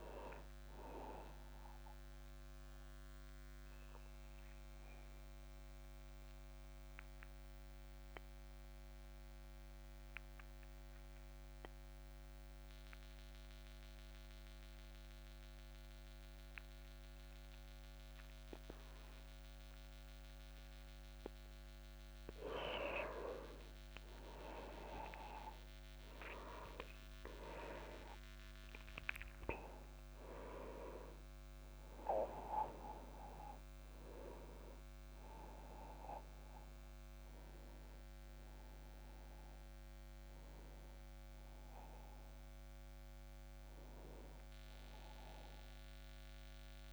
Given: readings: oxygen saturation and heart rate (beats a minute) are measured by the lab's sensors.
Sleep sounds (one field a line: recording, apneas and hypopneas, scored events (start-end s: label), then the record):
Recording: breathing in sleep by a microphone on the trachea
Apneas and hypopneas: 1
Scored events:
2.50-21.00 s: obstructive apnea (oxygen 99% before, 92% lowest)
22.00-26.50 s: arousal
27.50-46.93 s: oxygen desaturation (device-marked, oxygen 98% before, 92% lowest)
From the record:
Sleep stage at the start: N2 (light sleep)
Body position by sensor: on the back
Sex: male